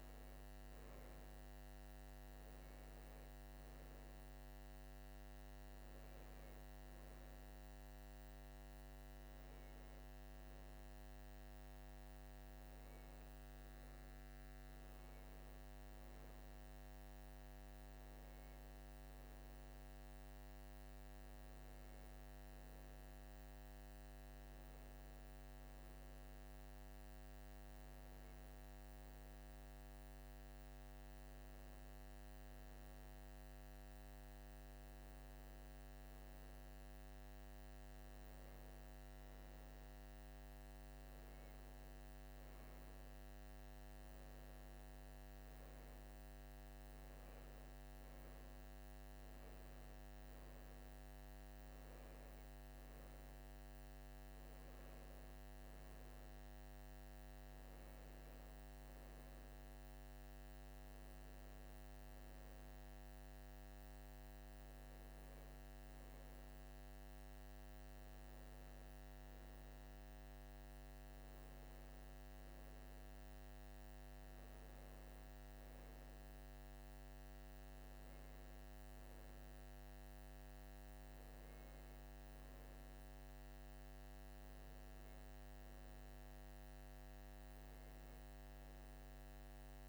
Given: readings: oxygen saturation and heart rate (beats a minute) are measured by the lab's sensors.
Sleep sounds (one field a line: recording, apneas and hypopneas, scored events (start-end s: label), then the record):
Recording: breathing in sleep, hard to hear, by a microphone on the trachea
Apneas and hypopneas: none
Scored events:
33.50-89.89 s: new sleep stage, N3 (deep sleep)
From the record:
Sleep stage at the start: N2 (light sleep)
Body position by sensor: on the right side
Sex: male